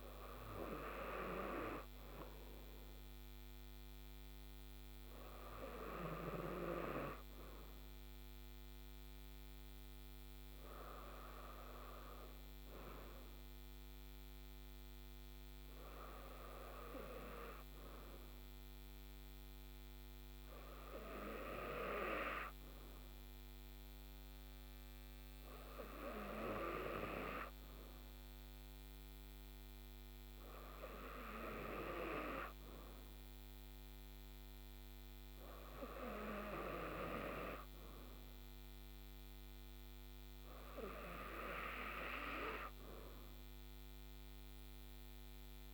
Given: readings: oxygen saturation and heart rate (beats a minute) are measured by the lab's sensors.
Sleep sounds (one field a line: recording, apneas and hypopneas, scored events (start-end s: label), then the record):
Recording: breathing in sleep by a microphone on the trachea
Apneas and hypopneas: none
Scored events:
none scored
From the record:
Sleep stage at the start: N2 (light sleep)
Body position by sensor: on the right side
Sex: female